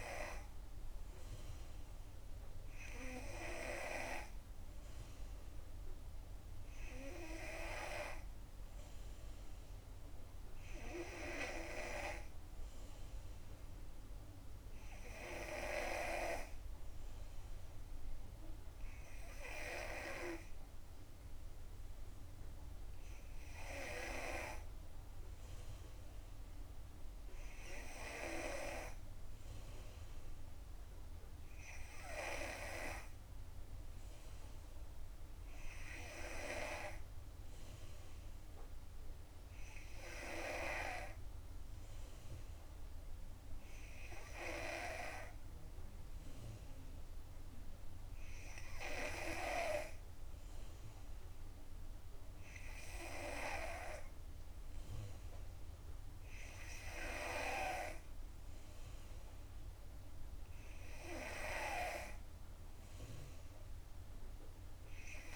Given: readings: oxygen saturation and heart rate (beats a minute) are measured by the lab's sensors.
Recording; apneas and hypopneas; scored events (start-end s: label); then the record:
breathing in sleep by a room microphone; none
none scored
From the record:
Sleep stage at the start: N2 (light sleep); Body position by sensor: on the back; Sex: female